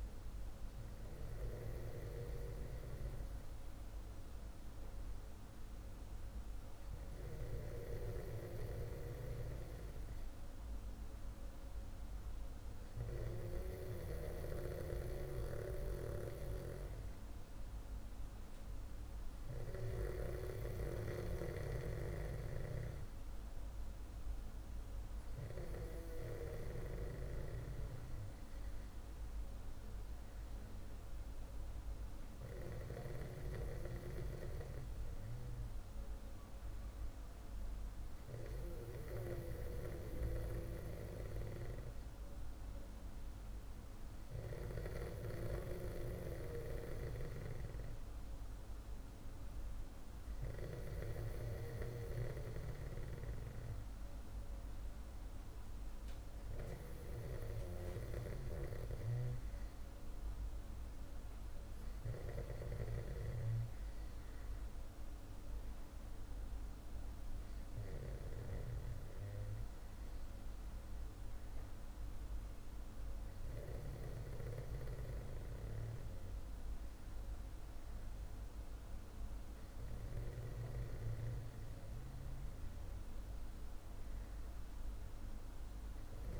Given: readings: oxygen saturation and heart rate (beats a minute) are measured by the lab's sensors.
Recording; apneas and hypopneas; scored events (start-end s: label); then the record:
breathing in sleep by a room microphone; none
none scored
From the record:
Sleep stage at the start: N2 (light sleep); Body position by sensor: on the back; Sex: male